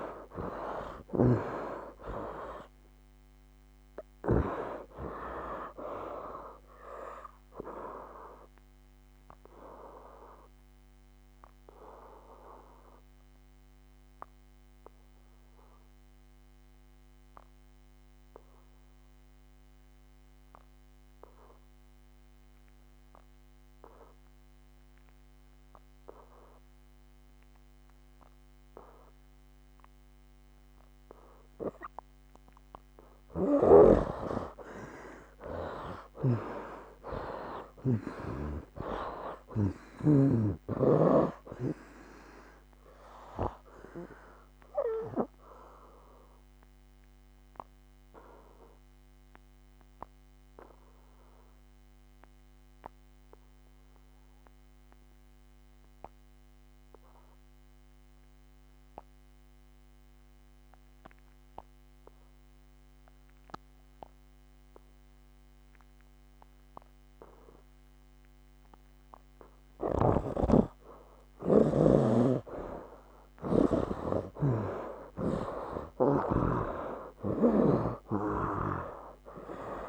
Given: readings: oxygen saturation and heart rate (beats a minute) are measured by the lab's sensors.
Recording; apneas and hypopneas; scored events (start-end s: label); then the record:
breathing in sleep by a microphone on the trachea; 2
0.00-1.00 s: arousal
0.00-27.00 s: oxygen desaturation (device-marked, oxygen 73% lowest, heart rate 62 extreme)
10.00-33.00 s: obstructive apnea (oxygen 98% before, 73% lowest, heart rate 74 before, 62 extreme, up 14 after)
36.00-40.50 s: snoring (device-marked)
36.50-40.50 s: arousal
38.00-62.00 s: oxygen desaturation (device-marked, oxygen 99% before, 75% lowest, heart rate 64 before, 61 extreme)
42.50-70.50 s: obstructive apnea (oxygen 99% before, 75% lowest, heart rate 66 before, 61 extreme, up 16 after)
70.00-78.00 s: snoring (device-marked)
70.00-79.89 s: oxygen desaturation (device-marked, oxygen 98% before, 75% lowest, heart rate 63 before, 63 extreme)
74.50-78.50 s: arousal
From the record:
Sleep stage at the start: N2 (light sleep); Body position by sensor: on the back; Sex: male